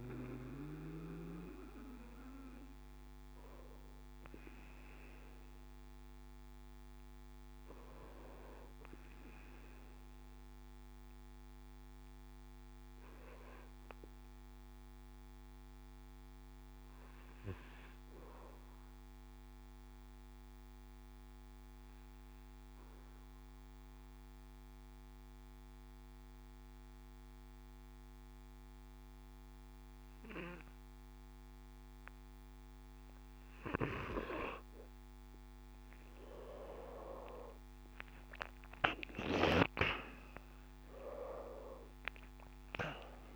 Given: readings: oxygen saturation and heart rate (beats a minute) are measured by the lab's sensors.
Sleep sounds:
breathing in sleep by a microphone on the trachea; 1
11.00-13.00 s: bradycardia (device-marked, heart rate 69 before, 57 extreme)
11.50-31.00 s: obstructive apnea (oxygen 98% before, 95% lowest, heart rate 69 before, 61 extreme, up 6 after)
From the record:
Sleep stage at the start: N2 (light sleep); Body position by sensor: on the back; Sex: male

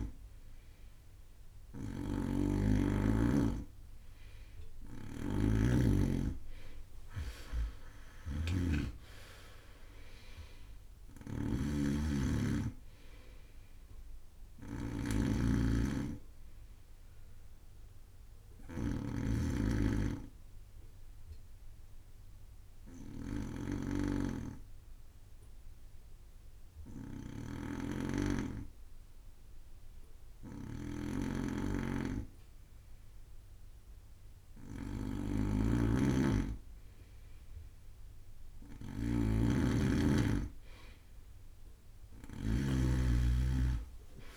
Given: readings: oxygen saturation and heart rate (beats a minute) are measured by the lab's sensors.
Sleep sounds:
breathing in sleep by a room microphone; 1
0.00-43.00 s: snoring (device-marked)
6.50-10.50 s: arousal
21.00-32.50 s: obstructive apnea (oxygen 95% before, 93% lowest)
42.50-44.37 s: arousal
From the record:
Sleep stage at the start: N2 (light sleep); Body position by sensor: on the right side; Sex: male

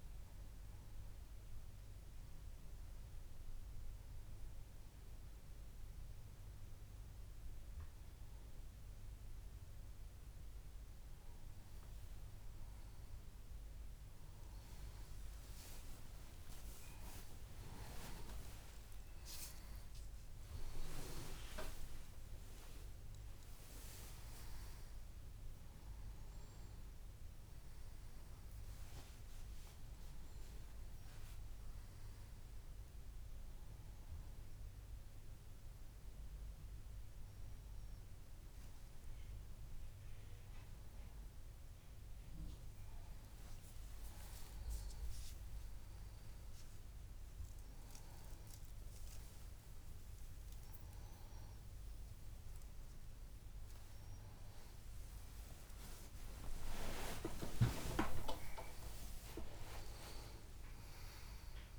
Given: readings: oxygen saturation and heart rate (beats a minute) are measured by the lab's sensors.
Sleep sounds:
a person awake in a sleep study, by a room microphone; none
14.00-16.00 s: long interval between heartbeats (device-marked, heart rate 75 before, 83 extreme)
14.50-21.50 s: tachycardia (device-marked, heart rate 77 before, 123 extreme)
18.50-20.50 s: long interval between heartbeats (device-marked, heart rate 78 before, 115 extreme)
22.00-24.00 s: long interval between heartbeats (device-marked, heart rate 84 before, 126 extreme)
49.50-51.50 s: long interval between heartbeats (device-marked, heart rate 75 before, 93 extreme)
57.50-59.50 s: long interval between heartbeats (device-marked, heart rate 81 before, 94 extreme)
From the record:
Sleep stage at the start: awake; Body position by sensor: on the back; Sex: male

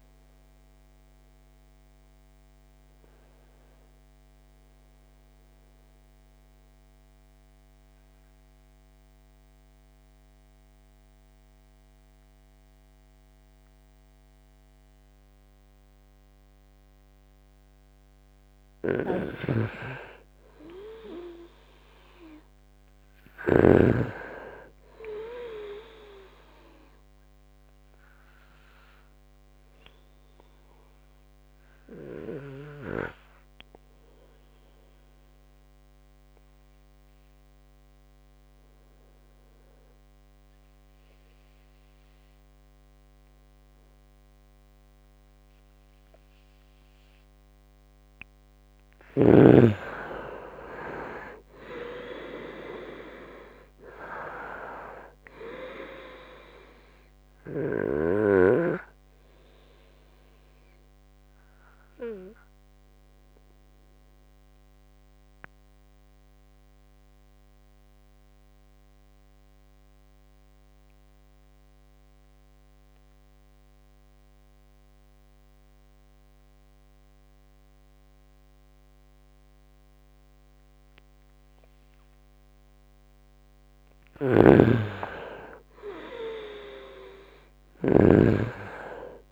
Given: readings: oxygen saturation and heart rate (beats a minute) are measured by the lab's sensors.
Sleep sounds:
breathing in sleep by a microphone on the trachea; 3
0.00-9.00 s: oxygen desaturation (device-marked, oxygen 89% lowest, heart rate 68 extreme)
5.00-17.50 s: obstructive apnea (oxygen 96% before, 89% lowest, heart rate 73 before, 68 extreme, up 0 after)
19.00-23.50 s: snoring (device-marked)
20.00-24.50 s: arousal
27.00-42.00 s: oxygen desaturation (device-marked, oxygen 98% before, 91% lowest, heart rate 73 before, 66 extreme)
28.00-47.00 s: obstructive apnea (oxygen 99% before, 87% lowest, heart rate 73 before, 64 extreme, up 2 after)
47.00-75.00 s: oxygen desaturation (device-marked, oxygen 97% before, 89% lowest, heart rate 72 before, 64 extreme)
49.00-54.50 s: arousal
62.00-82.50 s: obstructive apnea (oxygen 97% before, 87% lowest, heart rate 72 before, 64 extreme, up 2 after)
84.00-88.00 s: snoring (device-marked)
84.50-89.00 s: arousal
85.00-89.32 s: oxygen desaturation (device-marked, oxygen 99% before, 87% lowest, heart rate 69 before, 65 extreme)
From the record:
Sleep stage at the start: N2 (light sleep); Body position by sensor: on the right side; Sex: male

